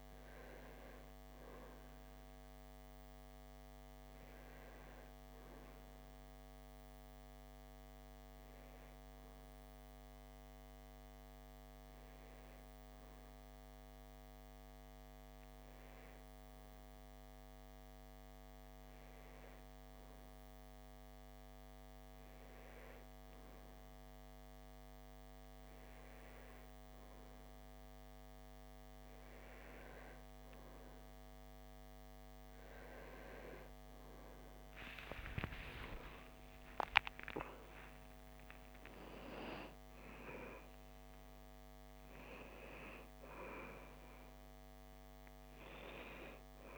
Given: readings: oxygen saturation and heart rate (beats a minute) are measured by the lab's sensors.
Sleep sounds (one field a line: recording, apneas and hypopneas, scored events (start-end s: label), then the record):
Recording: breathing in sleep by a microphone on the trachea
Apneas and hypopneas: none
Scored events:
35.00-39.00 s: arousal
From the record:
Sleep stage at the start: N1 (lightest sleep)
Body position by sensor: on the back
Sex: male